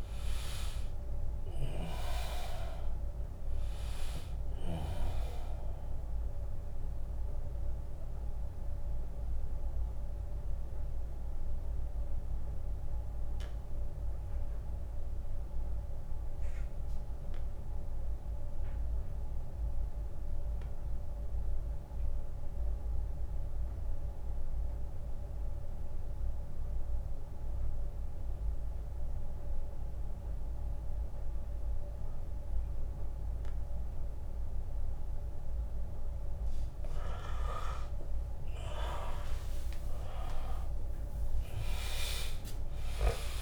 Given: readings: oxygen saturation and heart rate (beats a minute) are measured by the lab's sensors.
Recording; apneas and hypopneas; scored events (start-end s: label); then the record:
breathing in sleep by a room microphone; 1
0.00-7.50 s: drop in pulse transit time (device-marked, heart rate 72 extreme)
0.00-21.50 s: oxygen desaturation (device-marked, oxygen 80% lowest, heart rate 70 extreme)
5.50-35.50 s: mixed apnea (oxygen 100% before, 80% lowest, heart rate 77 before, 67 extreme, up 5 after)
26.50-28.50 s: long interval between heartbeats (device-marked, heart rate 77 before, 78 extreme)
33.50-43.42 s: oxygen desaturation (device-marked, oxygen 100% before, 82% lowest, heart rate 77 before, 59 extreme)
38.00-42.50 s: arousal
41.50-43.42 s: tachycardia (device-marked, heart rate 78 before, 120 extreme)
From the record:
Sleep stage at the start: N2 (light sleep); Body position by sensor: on the back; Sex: male